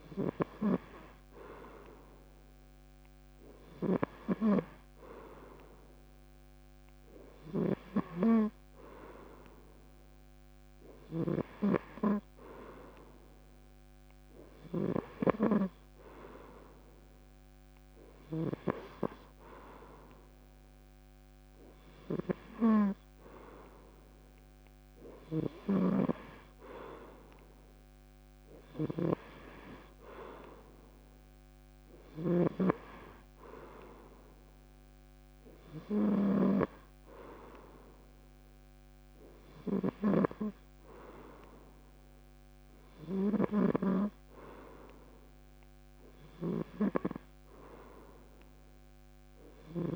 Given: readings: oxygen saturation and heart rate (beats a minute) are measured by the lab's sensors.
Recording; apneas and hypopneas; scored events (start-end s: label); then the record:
breathing in sleep by a microphone on the trachea; none
0.00-18.50 s: snoring (device-marked)
25.00-32.50 s: snoring (device-marked)
39.50-46.50 s: snoring (device-marked)
From the record:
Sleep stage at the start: N3 (deep sleep); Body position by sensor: on the back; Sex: male